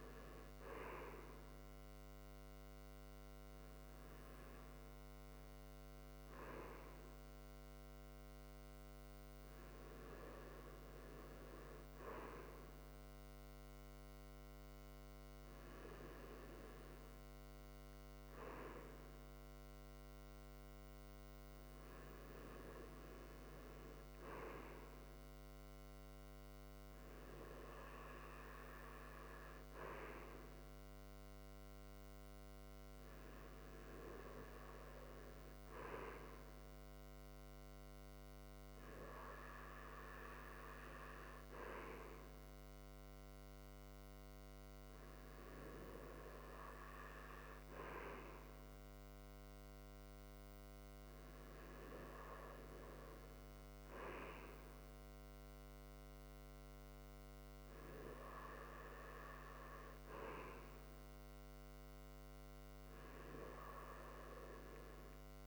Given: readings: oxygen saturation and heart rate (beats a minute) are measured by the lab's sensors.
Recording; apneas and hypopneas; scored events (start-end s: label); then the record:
breathing in sleep by a microphone on the trachea; none
none scored
From the record:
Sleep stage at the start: REM sleep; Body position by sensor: on the right side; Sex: male